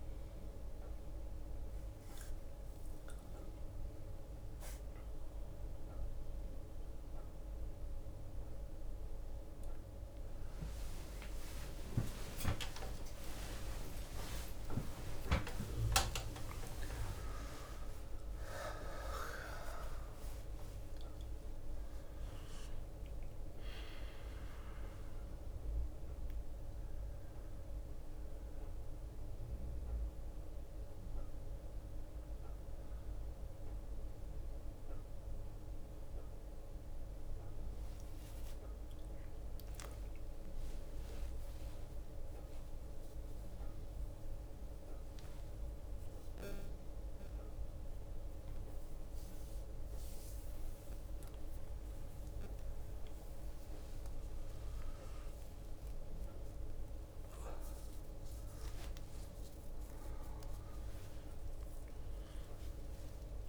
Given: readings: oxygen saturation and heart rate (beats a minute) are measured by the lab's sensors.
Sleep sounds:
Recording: a person awake in a sleep study, by a room microphone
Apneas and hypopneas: none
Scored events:
0.00-7.00 s: bradycardia (device-marked, heart rate 58 extreme)
1.00-63.49 s: new sleep stage, awake
9.00-15.00 s: tachycardia (device-marked, heart rate 55 before, 127 extreme)
11.00-24.00 s: drop in pulse transit time (device-marked, heart rate 73 before, 46 extreme)
11.50-13.50 s: long interval between heartbeats (device-marked, heart rate 73 before, 77 extreme)
13.50-15.50 s: long interval between heartbeats (device-marked, heart rate 76 before, 113 extreme)
16.00-63.49 s: bradycardia (device-marked)
22.50-24.50 s: long interval between heartbeats (device-marked, heart rate 79 before, 49 extreme)
30.50-32.50 s: long interval between heartbeats (device-marked, heart rate 73 before, 43 extreme)
35.00-45.00 s: oxygen desaturation (device-marked, oxygen 96% before, 92% lowest)
37.00-39.00 s: long interval between heartbeats (device-marked, heart rate 51 before, 46 extreme)
41.00-43.00 s: long interval between heartbeats (device-marked, heart rate 45 before, 53 extreme)
60.00-63.49 s: oxygen desaturation (device-marked, oxygen 96% before, 92% lowest, heart rate 34 before, 39 extreme)
From the record:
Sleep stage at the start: N2 (light sleep)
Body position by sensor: on the back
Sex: male

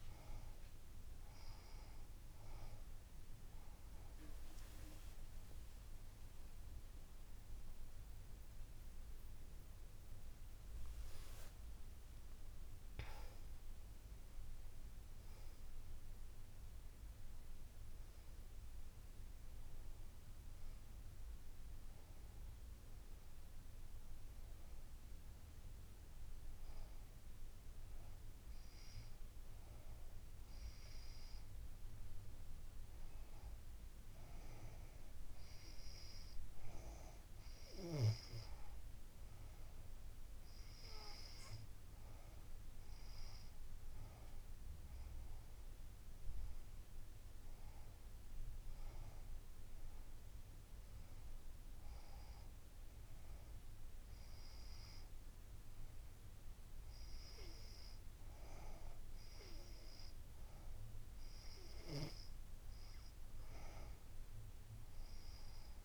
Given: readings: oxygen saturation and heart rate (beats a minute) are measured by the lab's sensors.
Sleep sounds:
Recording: breathing in sleep by a room microphone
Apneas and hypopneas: none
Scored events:
7.50-11.00 s: arousal
From the record:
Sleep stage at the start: N2 (light sleep)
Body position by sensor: on the back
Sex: female

